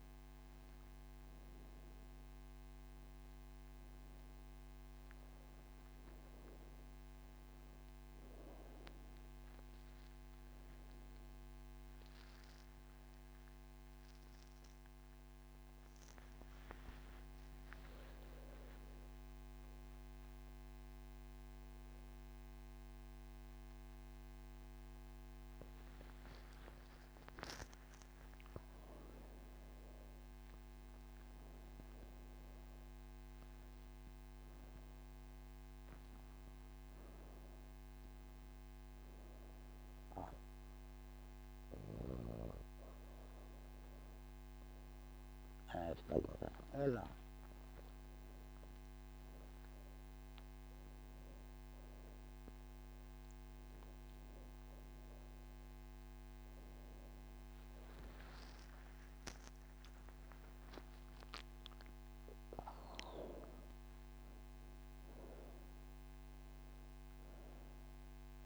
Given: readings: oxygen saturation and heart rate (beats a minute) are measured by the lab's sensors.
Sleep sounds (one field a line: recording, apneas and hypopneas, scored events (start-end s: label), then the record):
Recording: breathing in sleep by a microphone on the trachea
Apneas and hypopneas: none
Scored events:
16.00-30.00 s: oxygen desaturation (device-marked, oxygen 97% before, 94% lowest)
From the record:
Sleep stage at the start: N3 (deep sleep)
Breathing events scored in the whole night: 113 in 5.3 hours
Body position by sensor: on the right side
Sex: female